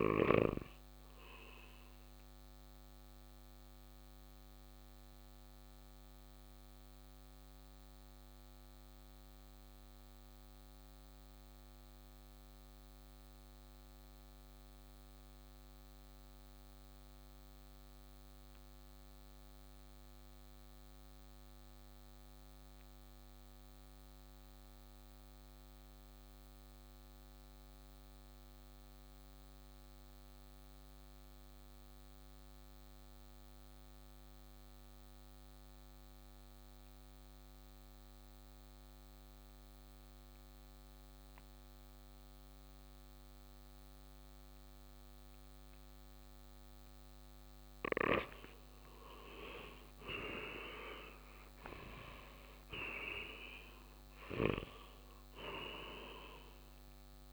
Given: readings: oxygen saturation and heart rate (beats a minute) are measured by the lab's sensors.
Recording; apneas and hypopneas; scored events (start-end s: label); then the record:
breathing in sleep by a microphone on the trachea; 1
0.00-20.50 s: oxygen desaturation (device-marked, oxygen 84% lowest, heart rate 54 extreme)
2.00-47.00 s: mixed apnea (oxygen 96% before, 84% lowest, heart rate 62 before, 53 extreme, up 7 after)
33.50-57.33 s: oxygen desaturation (device-marked, oxygen 98% before, 84% lowest, heart rate 57 before, 53 extreme)
49.50-54.00 s: arousal
From the record:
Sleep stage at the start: N2 (light sleep); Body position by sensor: on the right side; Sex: male